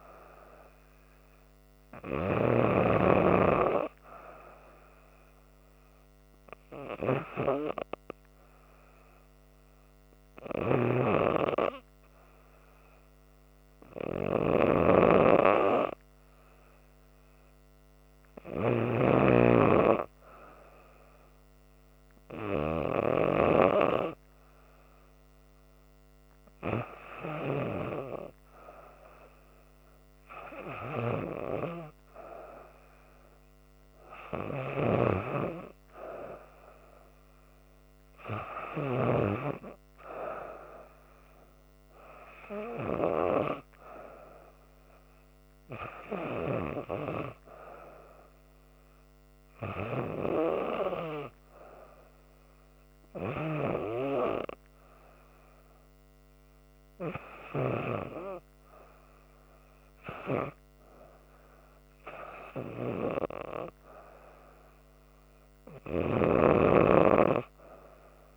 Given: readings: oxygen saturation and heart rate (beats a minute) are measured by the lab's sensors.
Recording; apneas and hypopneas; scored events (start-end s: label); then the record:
breathing in sleep by a microphone on the trachea; none
0.00-2.50 s: snoring (device-marked)
0.00-5.50 s: oxygen desaturation (device-marked, oxygen 92% lowest, heart rate 77 extreme)
10.50-19.00 s: snoring (device-marked)
34.50-39.00 s: snoring (device-marked)
66.00-68.37 s: snoring (device-marked)
From the record:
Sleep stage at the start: REM sleep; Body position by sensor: on the back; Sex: female